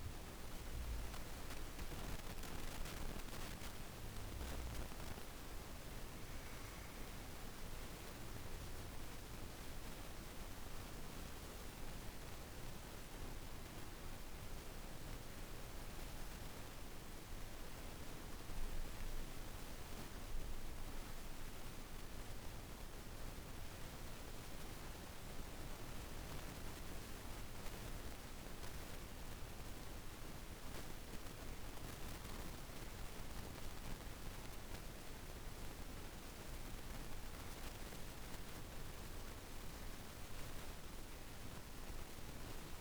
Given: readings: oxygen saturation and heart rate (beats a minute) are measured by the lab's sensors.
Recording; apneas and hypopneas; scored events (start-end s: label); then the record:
breathing in sleep, hard to hear, by a room microphone; 1
0.00-13.50 s: oxygen desaturation (device-marked, oxygen 84% lowest, heart rate 47 extreme)
3.50-17.50 s: obstructive apnea (oxygen 98% before, 84% lowest, heart rate 57 before, 51 extreme, up 14 after)
21.50-26.00 s: arousal
27.50-40.50 s: oxygen desaturation (device-marked, oxygen 99% before, 91% lowest, heart rate 56 before, 49 extreme)
From the record:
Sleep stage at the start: N2 (light sleep); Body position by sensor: on the back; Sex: female